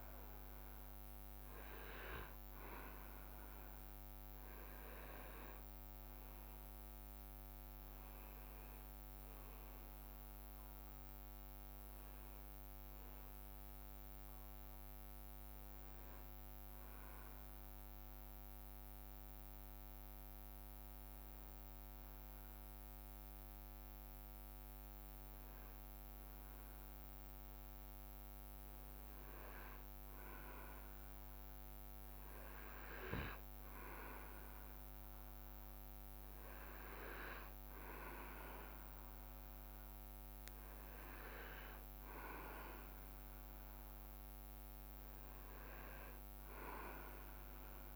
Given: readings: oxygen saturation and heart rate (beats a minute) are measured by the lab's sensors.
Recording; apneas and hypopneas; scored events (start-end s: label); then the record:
breathing in sleep by a microphone on the trachea; none
5.50-7.50 s: leg movement (device-marked)
From the record:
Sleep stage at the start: N2 (light sleep); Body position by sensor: on the back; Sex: male